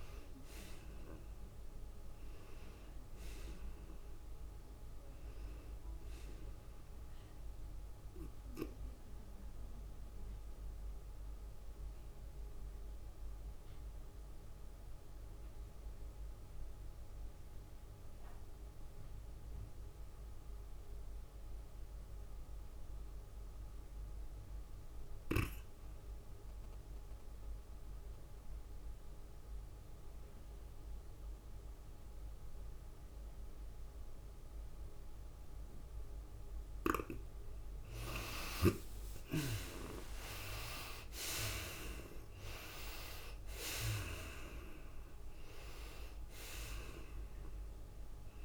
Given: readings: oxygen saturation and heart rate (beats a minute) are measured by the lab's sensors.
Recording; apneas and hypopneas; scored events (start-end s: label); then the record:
breathing in sleep by a room microphone; 1
0.00-8.50 s: drop in pulse transit time (device-marked, heart rate 92 extreme)
0.00-10.50 s: tachycardia (device-marked, heart rate 106 extreme)
0.00-12.50 s: oxygen desaturation (device-marked, oxygen 69% lowest, heart rate 81 extreme)
9.50-37.00 s: obstructive apnea (oxygen 85% before, 68% lowest, heart rate 99 before, 80 extreme, up 19 after)
21.50-48.45 s: oxygen desaturation (device-marked, oxygen 98% before, 68% lowest, heart rate 101 before, 80 extreme)
41.50-48.45 s: tachycardia (device-marked, heart rate 96 before, 106 extreme)
42.00-45.50 s: arousal
42.50-48.45 s: drop in pulse transit time (device-marked, heart rate 89 before, 94 extreme)
From the record:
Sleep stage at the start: N2 (light sleep); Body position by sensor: on the right side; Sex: female